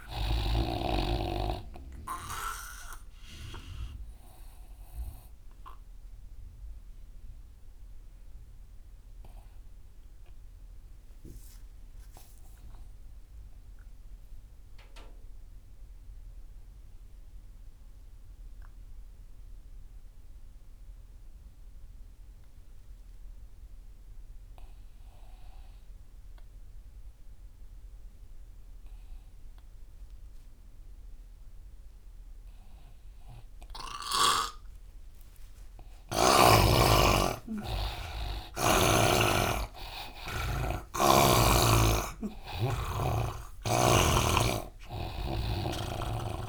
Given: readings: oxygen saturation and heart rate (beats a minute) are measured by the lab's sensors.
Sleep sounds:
breathing in sleep by a room microphone; 1
0.00-12.00 s: oxygen desaturation (device-marked, oxygen 84% lowest)
2.50-34.50 s: obstructive apnea (oxygen 99% before, 82% lowest)
31.00-46.49 s: oxygen desaturation (device-marked, oxygen 98% before, 82% lowest)
35.50-39.50 s: arousal
From the record:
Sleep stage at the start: N2 (light sleep); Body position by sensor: on the right side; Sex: male

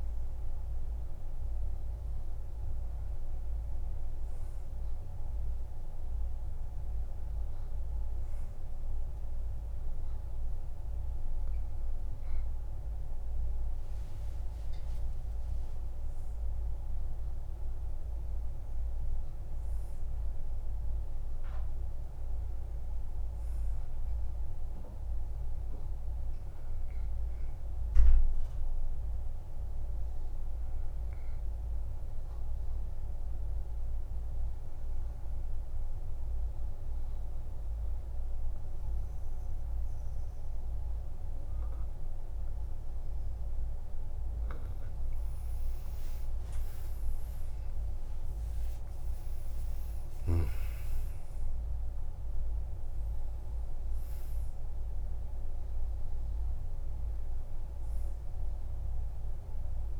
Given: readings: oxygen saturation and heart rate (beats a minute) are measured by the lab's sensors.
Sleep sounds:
a person partly awake in a sleep study, hard to hear, by a room microphone; 1
10.50-60.00 s: new sleep stage, N2 (light sleep)
27.50-44.50 s: obstructive apnea (oxygen 98% before, 91% lowest, heart rate 59 before, 51 extreme, up 57 after)
46.50-52.50 s: tachycardia (device-marked, heart rate 59 before, 109 extreme)
47.00-52.00 s: arousal
48.50-60.00 s: oxygen desaturation (device-marked, oxygen 97% before, 91% lowest, heart rate 54 before, 50 extreme)
50.00-52.00 s: long interval between heartbeats (device-marked, heart rate 54 before, 103 extreme)
From the record:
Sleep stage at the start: awake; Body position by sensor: on the back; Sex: male

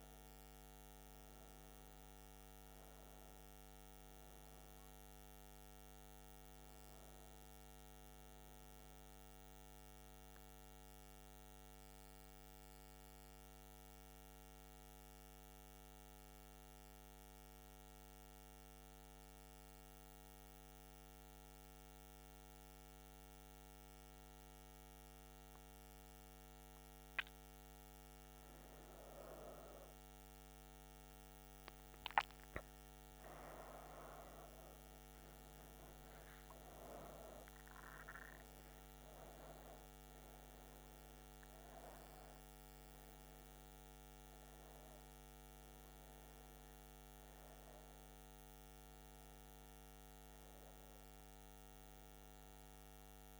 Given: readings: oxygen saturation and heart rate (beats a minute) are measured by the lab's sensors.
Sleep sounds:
breathing in sleep by a microphone on the trachea; 1
0.00-1.00 s: oxygen desaturation (device-marked, oxygen 93% lowest, heart rate 64 extreme)
8.50-27.00 s: central apnea (oxygen 98% before, 93% lowest, heart rate 78 before, 64 extreme, up 14 after)
29.00-53.40 s: oxygen desaturation (device-marked, oxygen 97% before, 93% lowest, heart rate 67 before, 63 extreme)
30.00-34.00 s: arousal
From the record:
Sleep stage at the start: N2 (light sleep); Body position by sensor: on the right side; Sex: female

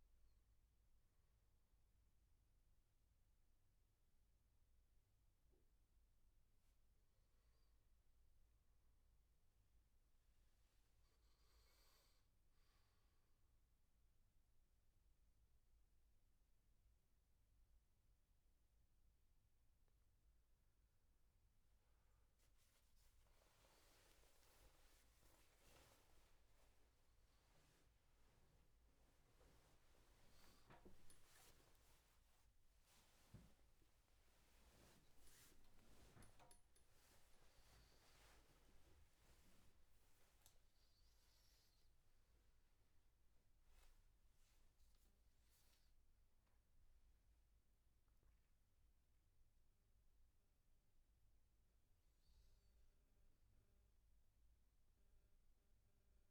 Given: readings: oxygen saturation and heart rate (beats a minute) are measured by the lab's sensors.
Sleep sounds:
a person awake in a sleep study, hard to hear, by a room microphone; none
0.00-7.00 s: oxygen desaturation (device-marked, oxygen 91% lowest, heart rate 70 extreme)
31.00-40.00 s: tachycardia (device-marked, heart rate 81 before, 128 extreme)
35.00-37.00 s: long interval between heartbeats (device-marked, heart rate 85 before, 121 extreme)
From the record:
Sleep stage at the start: awake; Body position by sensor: on the back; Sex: male

